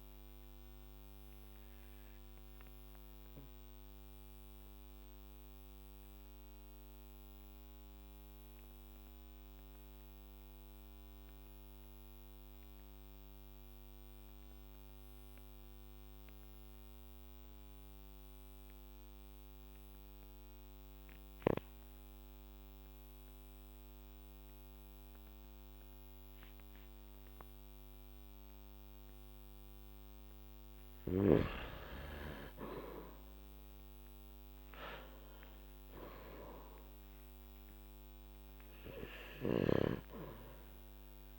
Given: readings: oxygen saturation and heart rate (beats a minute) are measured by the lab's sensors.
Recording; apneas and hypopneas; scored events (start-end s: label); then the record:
breathing in sleep by a microphone on the trachea; 1
0.00-11.50 s: oxygen desaturation (device-marked, oxygen 91% lowest, heart rate 45 extreme)
1.50-30.50 s: obstructive apnea (oxygen 97% before, 88% lowest, heart rate 55 before, 45 extreme, up 10 after)
32.50-36.50 s: arousal
From the record:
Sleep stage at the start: N2 (light sleep); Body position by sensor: on the back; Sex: male